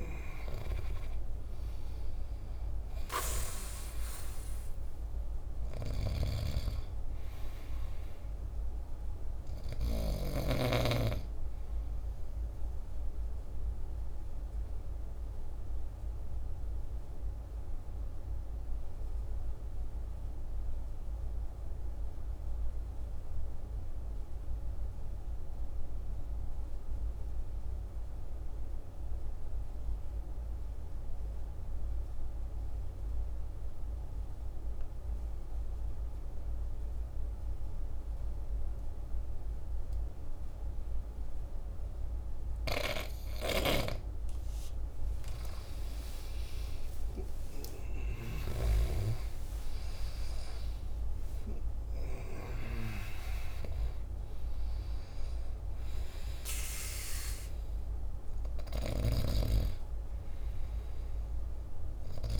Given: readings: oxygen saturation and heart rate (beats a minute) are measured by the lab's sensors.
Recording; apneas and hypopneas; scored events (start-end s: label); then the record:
breathing in sleep by a room microphone; 1
0.00-22.00 s: oxygen desaturation (device-marked, oxygen 90% lowest, heart rate 48 extreme)
5.50-10.00 s: snoring (device-marked)
15.00-43.00 s: obstructive apnea (oxygen 98% before, 88% lowest, heart rate 58 before, 49 extreme, up 14 after)
40.00-62.40 s: oxygen desaturation (device-marked, oxygen 98% before, 88% lowest, heart rate 50 before, 50 extreme)
45.50-51.00 s: arousal
From the record:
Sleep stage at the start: N2 (light sleep); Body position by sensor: on the back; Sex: male